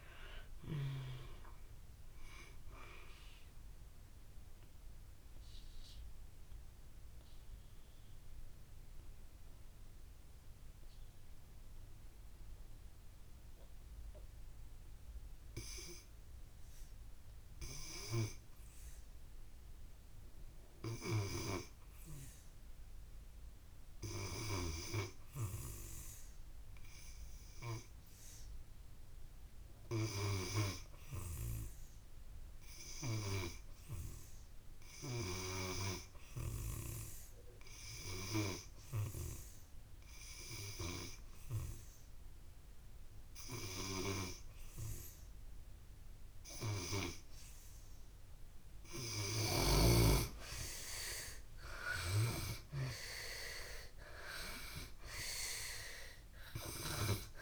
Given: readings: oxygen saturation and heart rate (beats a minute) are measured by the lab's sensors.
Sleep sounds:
breathing in sleep by a room microphone; 1
0.00-22.00 s: oxygen desaturation (device-marked, oxygen 76% lowest)
3.50-48.00 s: obstructive apnea (oxygen 95% before, 76% lowest)
24.00-57.42 s: oxygen desaturation (device-marked, oxygen 96% before, 79% lowest)
51.50-55.00 s: arousal
From the record:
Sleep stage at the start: N2 (light sleep); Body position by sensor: on the back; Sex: female

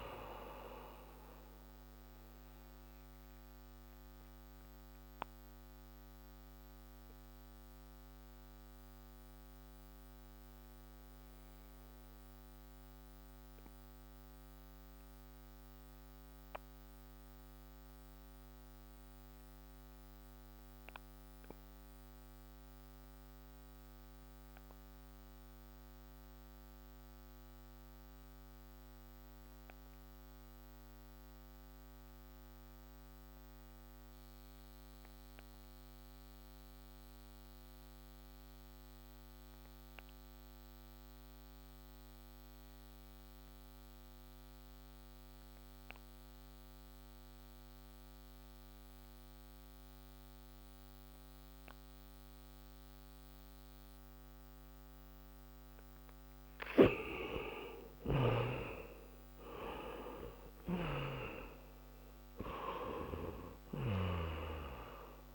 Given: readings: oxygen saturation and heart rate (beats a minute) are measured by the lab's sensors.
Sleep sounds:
breathing in sleep by a microphone on the trachea; 1
0.00-27.00 s: oxygen desaturation (device-marked, oxygen 60% lowest)
2.00-57.00 s: mixed apnea (oxygen 81% before, 60% lowest)
41.00-65.35 s: oxygen desaturation (device-marked, oxygen 97% before, 65% lowest)
59.00-62.50 s: arousal
From the record:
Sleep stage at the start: REM sleep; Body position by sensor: on the back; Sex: male

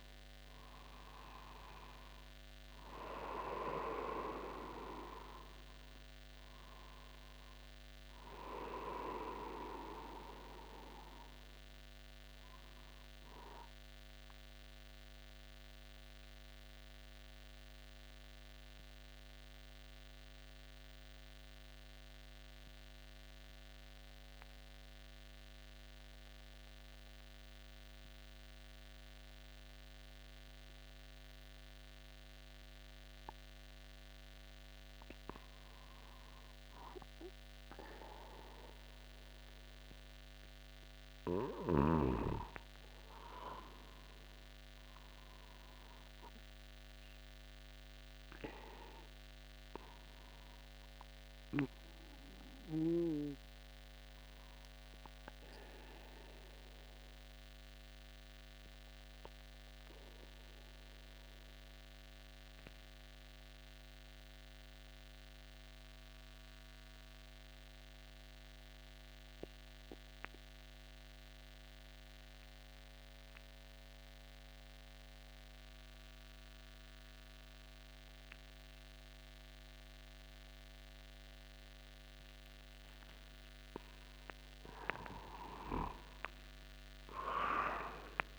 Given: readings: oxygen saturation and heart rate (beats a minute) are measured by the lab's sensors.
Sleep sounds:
breathing in sleep by a microphone on the trachea; 2
0.00-2.50 s: arousal
15.00-34.00 s: mixed apnea (oxygen 96% before, 94% lowest, heart rate 51 before, 50 extreme, up 0 after)
35.50-39.50 s: arousal
55.50-83.50 s: obstructive apnea (oxygen 97% before, 92% lowest, heart rate 50 before, 50 extreme, up 46 after)
82.50-88.39 s: new sleep stage, awake
83.00-85.00 s: long interval between heartbeats (device-marked, heart rate 51 before, 57 extreme)
From the record:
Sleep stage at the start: N2 (light sleep); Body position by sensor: upright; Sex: male

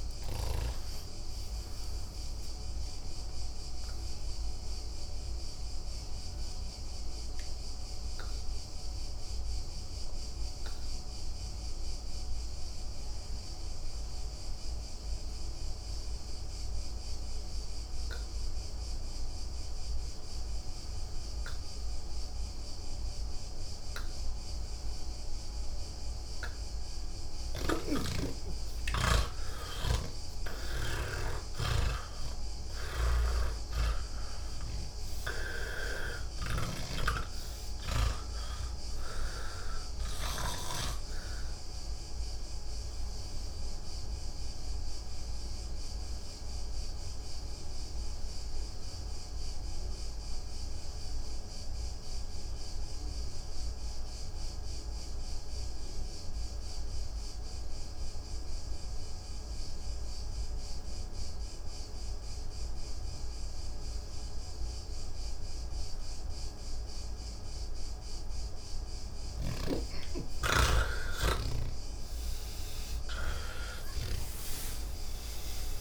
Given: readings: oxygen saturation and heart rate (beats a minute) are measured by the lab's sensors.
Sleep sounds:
breathing in sleep by a room microphone; 2
3.50-25.50 s: obstructive apnea (oxygen 95% before, 80% lowest, heart rate 187 before, 99 extreme, up 18 after)
25.50-57.50 s: oxygen desaturation (device-marked, oxygen 98% before, 80% lowest, heart rate 158 before, 36 extreme)
27.50-41.00 s: snoring (device-marked)
40.50-69.00 s: obstructive apnea (oxygen 99% before, 78% lowest, heart rate 165 before, 36 extreme)
59.50-75.81 s: oxygen desaturation (device-marked, oxygen 99% before, 78% lowest, heart rate 135 before, 80 extreme)
69.50-74.50 s: snoring (device-marked)
From the record:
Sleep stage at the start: N1 (lightest sleep); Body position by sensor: on the back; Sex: male

